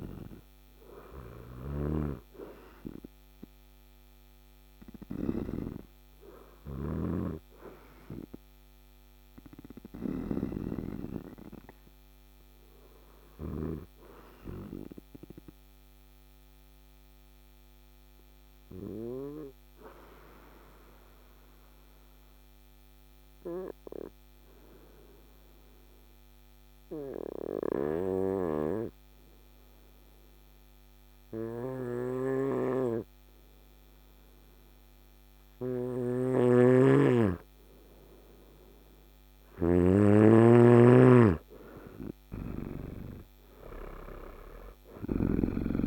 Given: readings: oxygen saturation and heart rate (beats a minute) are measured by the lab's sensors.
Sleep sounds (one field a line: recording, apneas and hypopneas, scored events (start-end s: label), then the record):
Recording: breathing in sleep by a microphone on the trachea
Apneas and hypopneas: 1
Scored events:
16.00-37.00 s: obstructive apnea (oxygen 99% before, 94% lowest, heart rate 58 before, 56 extreme, up 8 after)
35.50-45.87 s: snoring (device-marked)
36.00-45.87 s: oxygen desaturation (device-marked, oxygen 98% before, 94% lowest, heart rate 57 before, 56 extreme)
40.50-45.87 s: arousal
From the record:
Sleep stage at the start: N2 (light sleep)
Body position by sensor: on the front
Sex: male